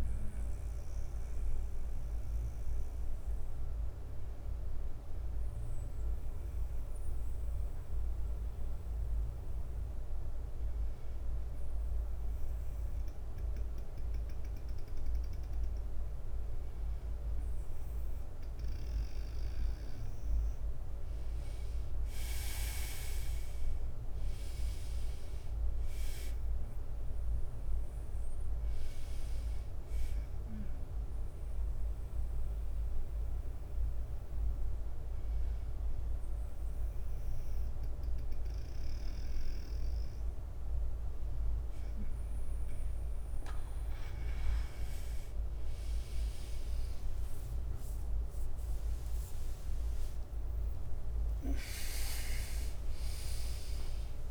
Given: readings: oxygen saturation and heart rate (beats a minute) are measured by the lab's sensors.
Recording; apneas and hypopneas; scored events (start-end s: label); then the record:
breathing in sleep, hard to hear, by a room microphone; 2
3.50-15.50 s: bradycardia (device-marked, heart rate 65 before, 57 extreme)
4.00-16.50 s: hypopnea (oxygen 97% before, 95% lowest, heart rate 61 before, 57 extreme, up 7 after)
20.00-23.50 s: arousal
29.00-41.50 s: hypopnea (oxygen 97% before, 95% lowest, heart rate 61 before, 59 extreme, up 8 after)
34.50-37.50 s: bradycardia (device-marked, heart rate 65 before, 60 extreme)
45.50-50.50 s: arousal
46.00-47.50 s: leg movement (device-marked)
48.00-54.31 s: leg movement (device-marked)
50.50-54.31 s: drop in pulse transit time (device-marked, heart rate 62 before, 68 extreme)
From the record:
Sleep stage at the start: N2 (light sleep); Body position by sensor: on the right side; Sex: male